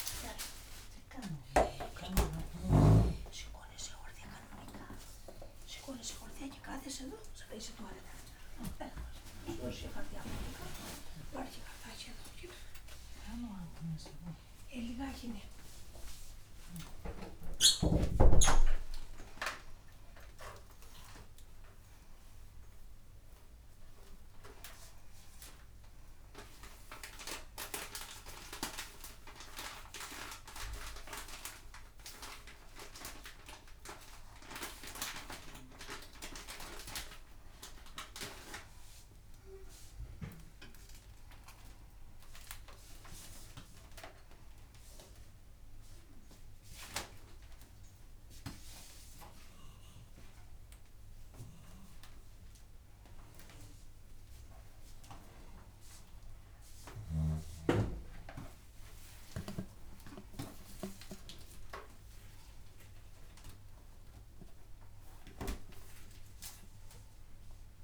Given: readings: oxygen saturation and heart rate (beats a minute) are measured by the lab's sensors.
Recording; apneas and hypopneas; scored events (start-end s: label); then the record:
a person awake in a sleep study, by a room microphone; none
9.50-11.50 s: long interval between heartbeats (device-marked, heart rate 95 before, 111 extreme)
18.00-20.00 s: long interval between heartbeats (device-marked, heart rate 102 before, 111 extreme)
60.50-62.50 s: long interval between heartbeats (device-marked, heart rate 105 before, 129 extreme)
64.00-66.00 s: long interval between heartbeats (device-marked, heart rate 109 before, 148 extreme)
From the record:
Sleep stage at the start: awake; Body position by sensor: upright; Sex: female